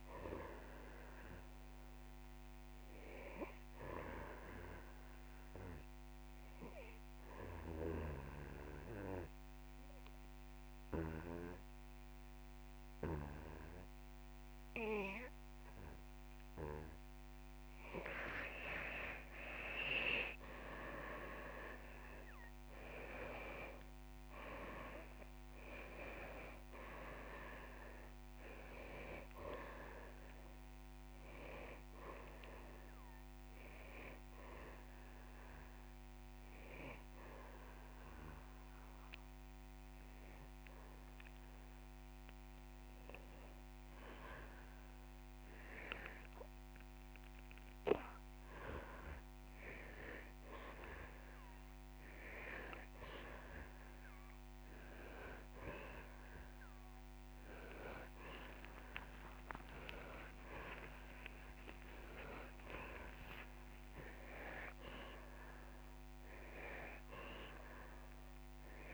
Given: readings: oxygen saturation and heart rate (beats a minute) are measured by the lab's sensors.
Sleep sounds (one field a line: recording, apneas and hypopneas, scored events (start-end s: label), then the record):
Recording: breathing in sleep by a microphone on the trachea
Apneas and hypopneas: 2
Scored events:
0.00-2.00 s: arousal
4.50-17.00 s: obstructive apnea (oxygen 98% before, 93% lowest)
21.00-25.00 s: arousal
33.50-44.50 s: hypopnea (oxygen 98% before, 93% lowest)
44.50-53.50 s: oxygen desaturation (device-marked, oxygen 97% before, 93% lowest)
50.00-53.00 s: arousal
From the record:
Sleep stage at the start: N2 (light sleep)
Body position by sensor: on the back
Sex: male